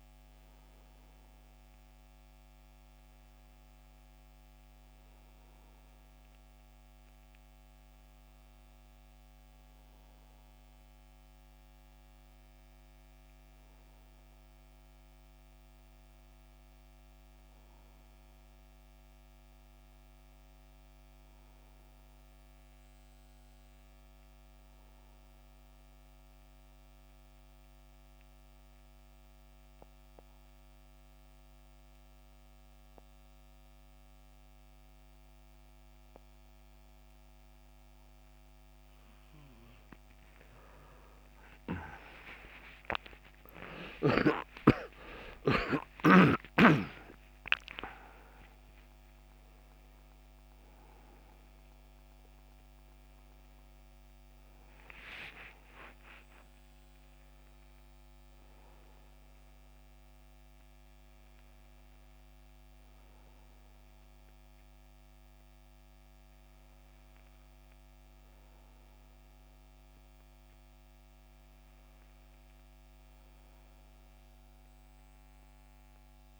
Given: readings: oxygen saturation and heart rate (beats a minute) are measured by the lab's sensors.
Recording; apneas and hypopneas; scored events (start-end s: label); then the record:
a person partly awake in a sleep study, by a microphone on the trachea; 1
11.00-41.00 s: new sleep stage, N2 (light sleep)
17.00-21.00 s: arousal
25.00-39.00 s: central apnea (oxygen 95% before, 87% lowest, heart rate 79 before, 69 extreme, up 19 after)
36.00-70.00 s: oxygen desaturation (device-marked, oxygen 93% before, 87% lowest, heart rate 75 before, 69 extreme)
41.00-71.00 s: new sleep stage, awake
71.00-76.39 s: new sleep stage, N1 (lightest sleep)
From the record:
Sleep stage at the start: N1 (lightest sleep); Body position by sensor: on the back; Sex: male